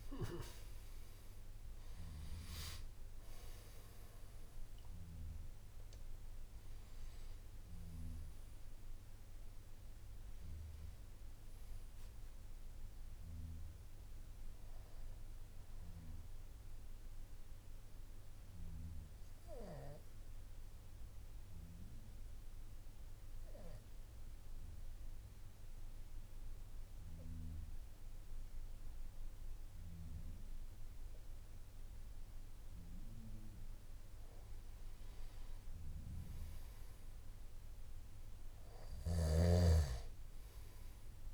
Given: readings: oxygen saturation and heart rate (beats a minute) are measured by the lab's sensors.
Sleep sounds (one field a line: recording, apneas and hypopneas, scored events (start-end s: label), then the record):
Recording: breathing in sleep by a room microphone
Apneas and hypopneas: 1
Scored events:
1.50-27.50 s: oxygen desaturation (device-marked, oxygen 98% before, 90% lowest, heart rate 53 before, 51 extreme)
17.50-33.00 s: obstructive apnea (oxygen 98% before, 90% lowest, heart rate 60 before, 51 extreme, up 3 after)
From the record:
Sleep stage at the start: N3 (deep sleep)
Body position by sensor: on the back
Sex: male